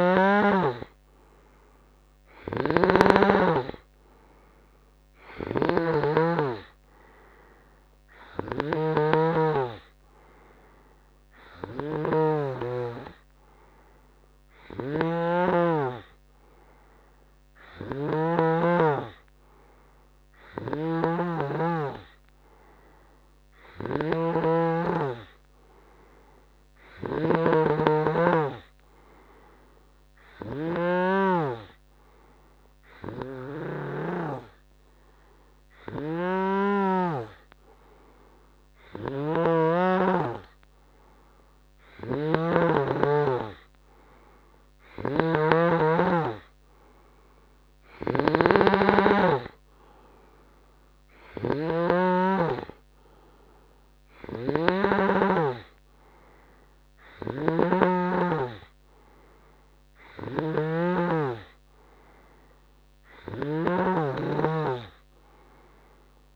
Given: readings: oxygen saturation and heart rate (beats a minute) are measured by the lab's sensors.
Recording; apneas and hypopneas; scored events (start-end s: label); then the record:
breathing in sleep by a microphone on the trachea; none
0.00-18.50 s: snoring (device-marked)
20.50-37.50 s: snoring (device-marked)
42.00-66.36 s: snoring (device-marked)
From the record:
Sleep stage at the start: N3 (deep sleep); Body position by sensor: on the right side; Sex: male